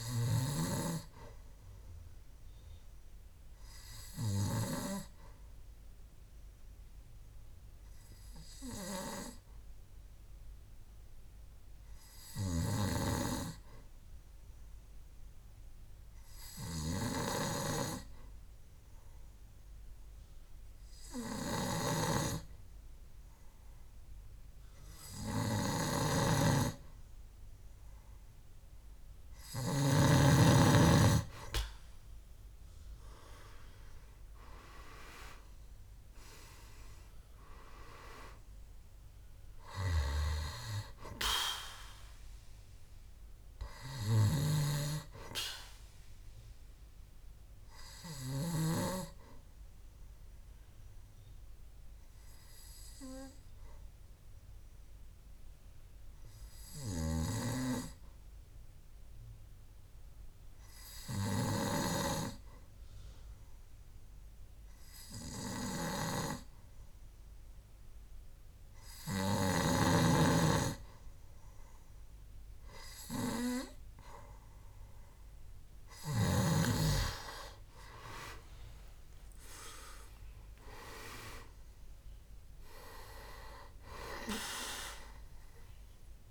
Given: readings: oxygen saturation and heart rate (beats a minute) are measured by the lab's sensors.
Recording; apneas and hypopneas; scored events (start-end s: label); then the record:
breathing in sleep by a room microphone; 2
0.00-16.00 s: oxygen desaturation (device-marked, oxygen 93% lowest, heart rate 64 extreme)
1.00-28.50 s: obstructive apnea (oxygen 99% before, 90% lowest, heart rate 70 before, 65 extreme, up 8 after)
29.00-59.00 s: oxygen desaturation (device-marked, oxygen 98% before, 90% lowest, heart rate 67 before, 65 extreme)
33.00-37.00 s: arousal
49.00-74.00 s: obstructive apnea (oxygen 98% before, 90% lowest, heart rate 71 before, 65 extreme, up 6 after)
75.00-86.31 s: oxygen desaturation (device-marked, oxygen 98% before, 91% lowest, heart rate 68 before, 64 extreme)
77.00-81.50 s: arousal
From the record:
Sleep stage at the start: N2 (light sleep); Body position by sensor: on the back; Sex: male